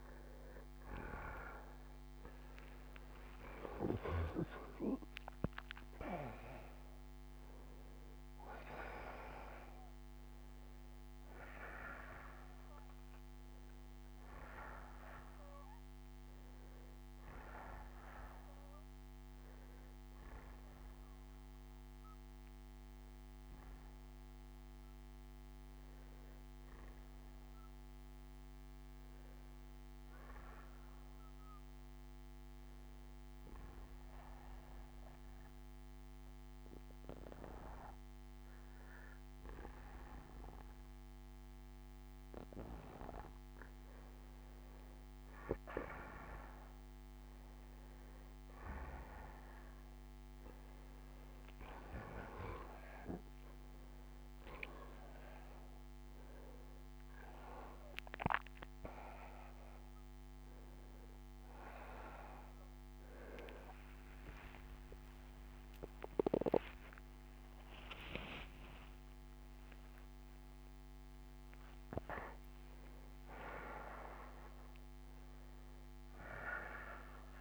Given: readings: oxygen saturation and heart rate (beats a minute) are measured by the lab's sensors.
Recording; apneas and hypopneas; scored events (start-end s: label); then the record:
breathing in sleep by a microphone on the trachea; 1
0.00-2.00 s: arousal
0.00-23.00 s: oxygen desaturation (device-marked, oxygen 91% lowest, heart rate 57 extreme)
31.50-43.00 s: obstructive apnea (oxygen 96% before, 91% lowest, heart rate 67 before, 66 extreme, up 3 after)
41.00-61.00 s: oxygen desaturation (device-marked, oxygen 96% before, 91% lowest, heart rate 66 before, 62 extreme)
45.00-48.50 s: arousal
62.00-77.41 s: new sleep stage, N1 (lightest sleep)
63.50-68.00 s: arousal
From the record:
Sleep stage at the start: N2 (light sleep); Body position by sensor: on the back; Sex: male